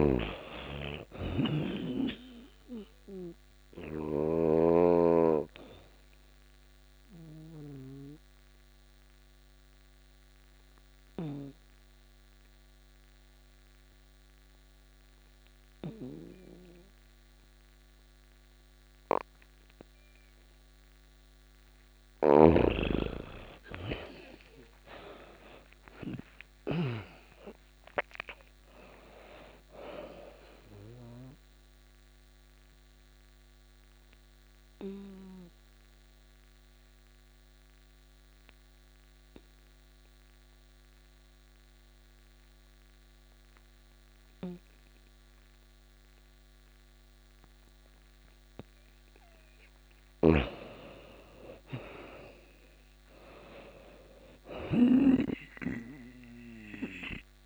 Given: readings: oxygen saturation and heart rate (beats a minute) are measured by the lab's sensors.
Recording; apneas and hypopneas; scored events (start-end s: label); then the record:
breathing in sleep by a microphone on the trachea; 2
0.00-3.50 s: snoring (device-marked)
1.00-18.00 s: oxygen desaturation (device-marked, oxygen 98% before, 89% lowest, heart rate 71 before, 25 extreme)
4.00-20.50 s: obstructive apnea (oxygen 98% before, 86% lowest, heart rate 71 before, 25 extreme, up 38 after)
21.50-26.00 s: snoring (device-marked)
22.00-25.50 s: arousal
29.00-46.00 s: oxygen desaturation (device-marked, oxygen 98% before, 87% lowest)
30.50-47.50 s: obstructive apnea (oxygen 98% before, 86% lowest)
49.00-54.50 s: snoring (device-marked)
50.00-53.50 s: arousal
From the record:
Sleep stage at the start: N2 (light sleep); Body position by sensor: on the back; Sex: female